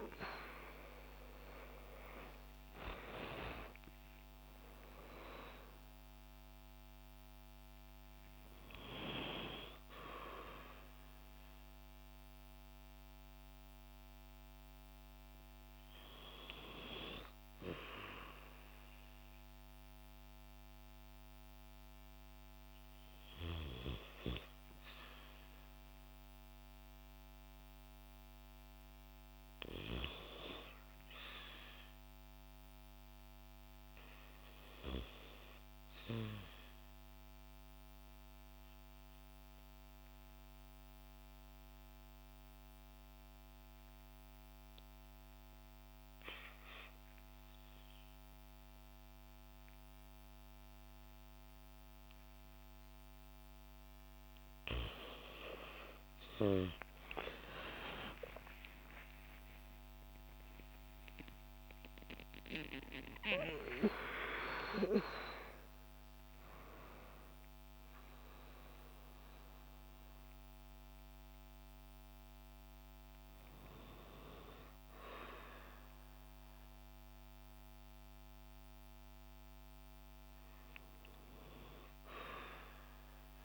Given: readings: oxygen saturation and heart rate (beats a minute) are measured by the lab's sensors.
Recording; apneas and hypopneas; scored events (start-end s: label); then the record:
breathing in sleep by a microphone on the trachea; 1
0.00-3.00 s: arousal
2.00-23.00 s: oxygen desaturation (device-marked, oxygen 92% before, 87% lowest, heart rate 68 before, 59 extreme)
26.50-31.00 s: arousal
35.00-53.50 s: obstructive apnea (oxygen 98% before, 86% lowest, heart rate 63 before, 59 extreme, up 37 after)
41.00-83.45 s: oxygen desaturation (device-marked, oxygen 97% before, 86% lowest, heart rate 62 before, 57 extreme)
56.50-62.50 s: arousal
From the record:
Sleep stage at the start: REM sleep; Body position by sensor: on the back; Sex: female